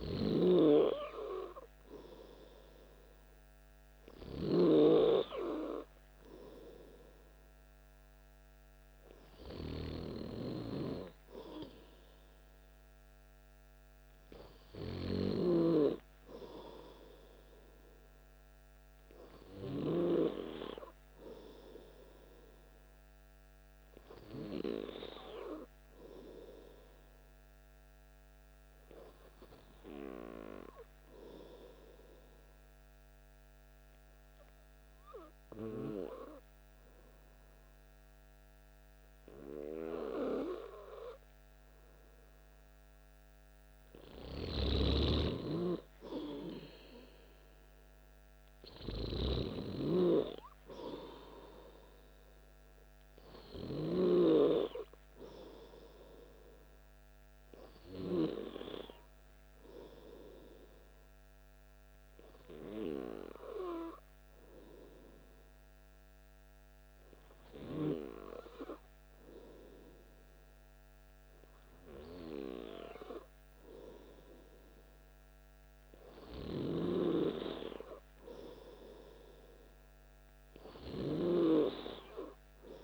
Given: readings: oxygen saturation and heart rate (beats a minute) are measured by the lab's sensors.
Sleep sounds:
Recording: breathing in sleep by a microphone on the trachea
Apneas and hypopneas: 1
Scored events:
22.50-26.00 s: arousal
32.00-43.50 s: hypopnea (oxygen 98% before, 95% lowest, heart rate 55 before, 53 extreme, up 2 after)
46.00-49.00 s: arousal
From the record:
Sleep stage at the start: N2 (light sleep)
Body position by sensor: on the back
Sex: male

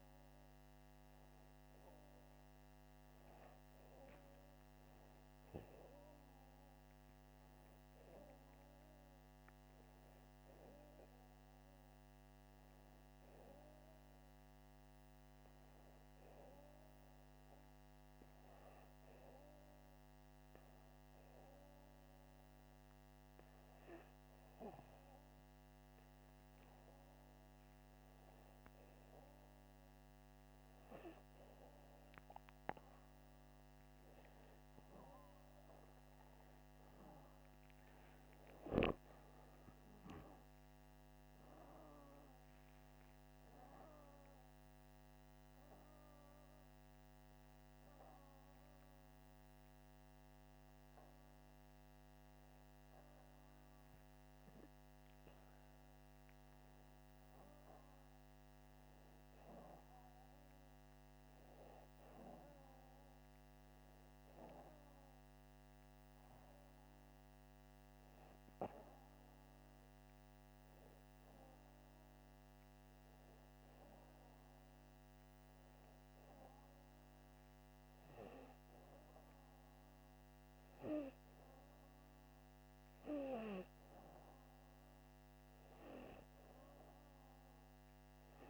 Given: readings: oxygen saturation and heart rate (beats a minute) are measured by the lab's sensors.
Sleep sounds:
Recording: breathing in sleep by a microphone on the trachea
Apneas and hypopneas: 2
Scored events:
10.00-13.50 s: arousal
18.00-29.00 s: hypopnea (oxygen 96% before, 94% lowest, heart rate 84 before, 84 extreme, up 5 after)
38.50-42.50 s: arousal
46.50-57.50 s: hypopnea (oxygen 96% before, 94% lowest, heart rate 87 before, 79 extreme, up 2 after)
60.00-63.50 s: arousal
From the record:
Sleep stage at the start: N2 (light sleep)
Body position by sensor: upright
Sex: male

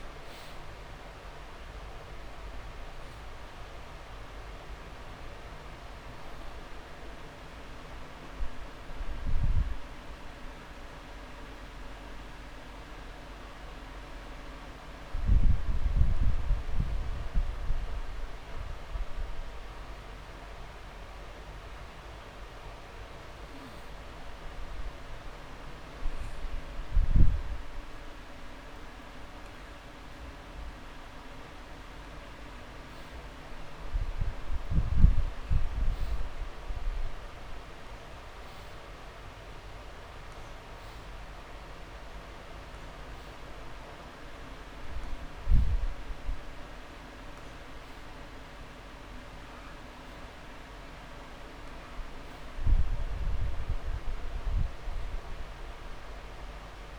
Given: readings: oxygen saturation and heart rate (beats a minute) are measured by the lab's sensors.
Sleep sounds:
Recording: breathing in sleep, hard to hear, by a room microphone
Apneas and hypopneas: 1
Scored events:
0.00-20.00 s: oxygen desaturation (device-marked, oxygen 89% lowest)
7.00-9.00 s: long interval between heartbeats (device-marked)
18.00-29.50 s: hypopnea (oxygen 97% before, 94% lowest)
32.50-34.50 s: long interval between heartbeats (device-marked)
32.50-35.50 s: arousal
From the record:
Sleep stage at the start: N2 (light sleep)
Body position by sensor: on the back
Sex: male

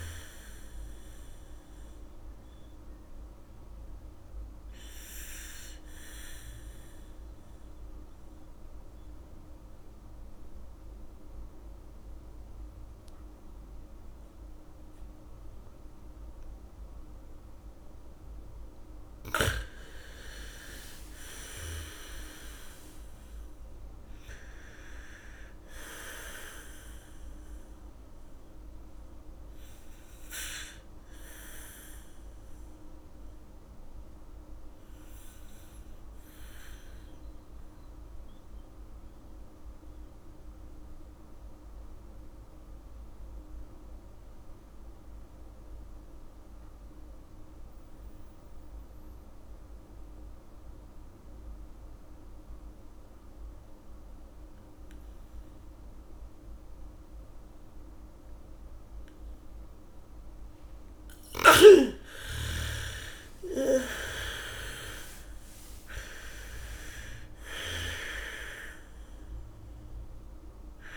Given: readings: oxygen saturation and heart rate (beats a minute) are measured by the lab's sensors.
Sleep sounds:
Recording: breathing in sleep by a room microphone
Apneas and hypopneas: 2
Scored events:
0.00-9.50 s: oxygen desaturation (device-marked, oxygen 85% lowest, heart rate 66 extreme)
4.50-19.50 s: central apnea (oxygen 99% before, 84% lowest, heart rate 76 before, 77 extreme, up 5 after)
21.00-25.00 s: arousal
27.50-38.50 s: oxygen desaturation (device-marked, oxygen 98% before, 93% lowest, heart rate 81 before, 66 extreme)
35.00-60.50 s: mixed apnea (oxygen 99% before, 84% lowest, heart rate 83 before, 46 extreme)
51.50-70.97 s: oxygen desaturation (device-marked, oxygen 99% before, 84% lowest, heart rate 82 before, 46 extreme)
61.50-65.50 s: bradycardia (device-marked, heart rate 73 before, 46 extreme)
62.50-67.00 s: arousal
From the record:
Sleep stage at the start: N2 (light sleep)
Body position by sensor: on the back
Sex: female

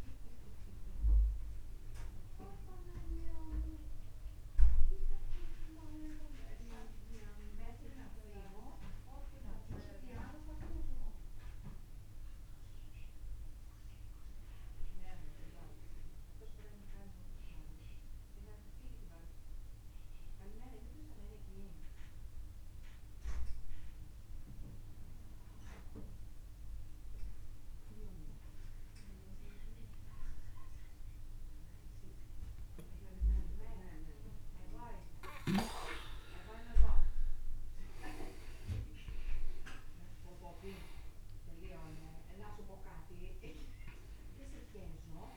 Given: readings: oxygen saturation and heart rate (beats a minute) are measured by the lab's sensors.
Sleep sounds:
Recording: breathing in sleep by a room microphone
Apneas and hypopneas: 1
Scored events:
0.00-5.00 s: arousal
16.00-35.50 s: obstructive apnea (oxygen 99% before, 91% lowest)
32.00-45.37 s: oxygen desaturation (device-marked, oxygen 98% before, 91% lowest)
37.50-41.00 s: arousal
From the record:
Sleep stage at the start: N2 (light sleep)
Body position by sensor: on the back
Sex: male

